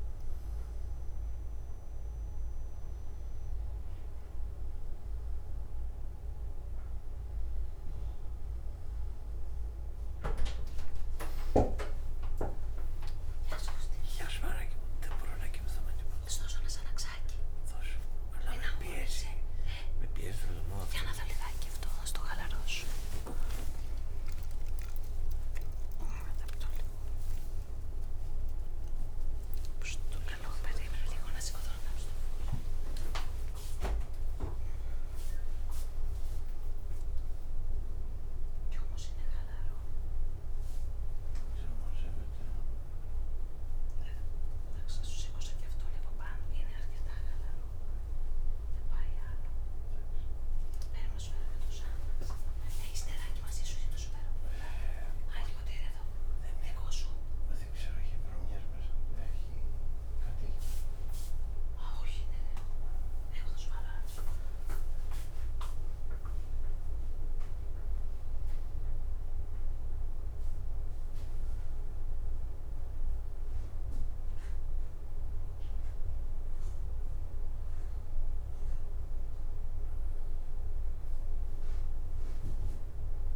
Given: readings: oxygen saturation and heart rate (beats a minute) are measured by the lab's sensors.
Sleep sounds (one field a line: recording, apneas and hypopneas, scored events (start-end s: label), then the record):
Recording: breathing in sleep by a room microphone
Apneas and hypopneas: none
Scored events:
21.50-83.36 s: new sleep stage, N3 (deep sleep)
41.50-47.50 s: snoring (device-marked)
From the record:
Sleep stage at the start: N2 (light sleep)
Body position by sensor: upright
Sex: male